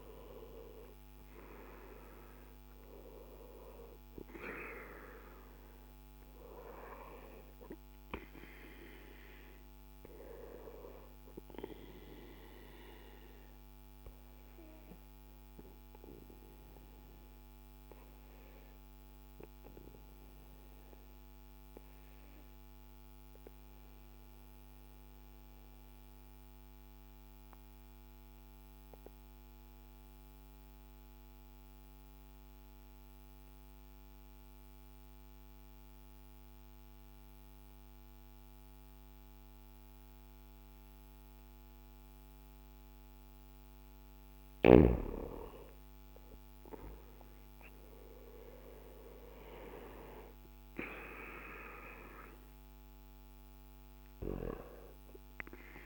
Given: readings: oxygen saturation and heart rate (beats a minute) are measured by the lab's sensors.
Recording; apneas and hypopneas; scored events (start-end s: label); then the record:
breathing in sleep by a microphone on the trachea; 1
0.00-39.50 s: oxygen desaturation (device-marked, oxygen 90% lowest, heart rate 55 extreme)
12.00-43.50 s: obstructive apnea (oxygen 98% before, 90% lowest, heart rate 62 before, 56 extreme, up 6 after)
45.50-50.00 s: arousal
From the record:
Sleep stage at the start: N2 (light sleep); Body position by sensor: on the back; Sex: male